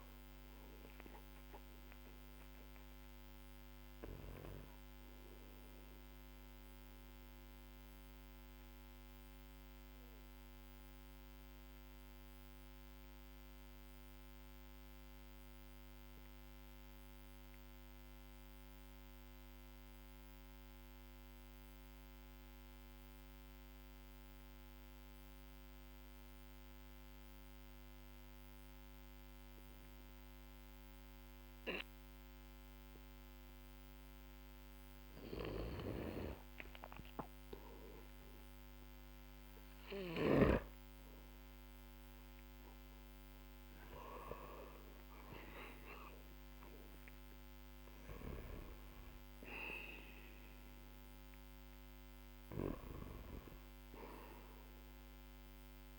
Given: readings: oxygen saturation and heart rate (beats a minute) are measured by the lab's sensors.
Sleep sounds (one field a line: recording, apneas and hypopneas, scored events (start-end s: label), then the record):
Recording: breathing in sleep by a microphone on the trachea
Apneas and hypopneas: 1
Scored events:
0.00-16.50 s: oxygen desaturation (device-marked, oxygen 92% lowest, heart rate 47 extreme)
1.00-4.50 s: arousal
6.50-39.50 s: mixed apnea (oxygen 97% before, 92% lowest, heart rate 53 before, 42 extreme, up 9 after)
20.50-55.99 s: new sleep stage, N1 (lightest sleep)
43.50-47.50 s: arousal
52.00-55.99 s: snoring (device-marked)
From the record:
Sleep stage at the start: N2 (light sleep)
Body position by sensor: on the back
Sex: male